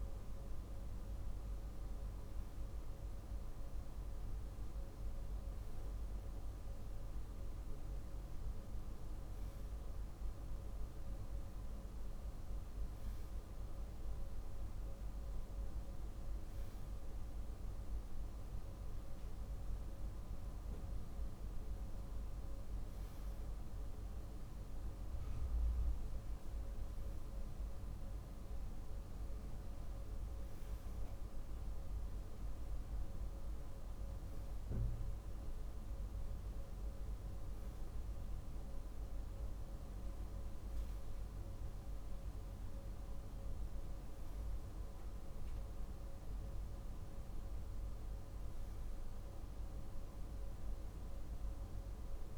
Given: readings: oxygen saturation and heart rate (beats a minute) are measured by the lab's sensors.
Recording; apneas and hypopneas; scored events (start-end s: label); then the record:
breathing in sleep, hard to hear, by a room microphone; none
none scored
From the record:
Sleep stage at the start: REM sleep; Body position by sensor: on the left side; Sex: male